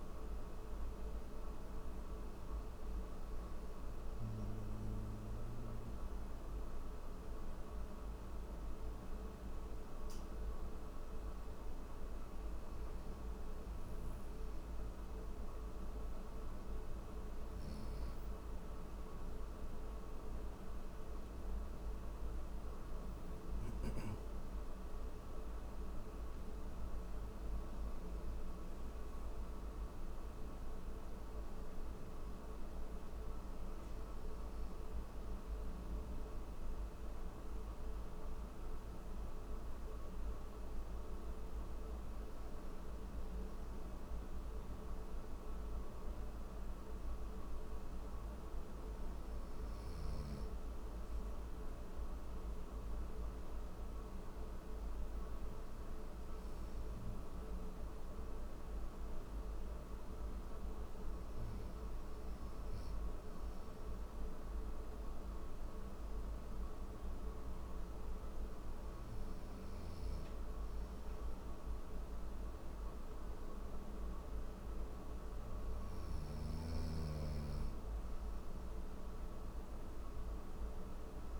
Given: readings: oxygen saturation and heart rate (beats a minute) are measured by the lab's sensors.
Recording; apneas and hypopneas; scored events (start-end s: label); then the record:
breathing in sleep, hard to hear, by a room microphone; none
25.00-81.40 s: new sleep stage, N1 (lightest sleep)
From the record:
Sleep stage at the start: N3 (deep sleep); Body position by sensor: on the right side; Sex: male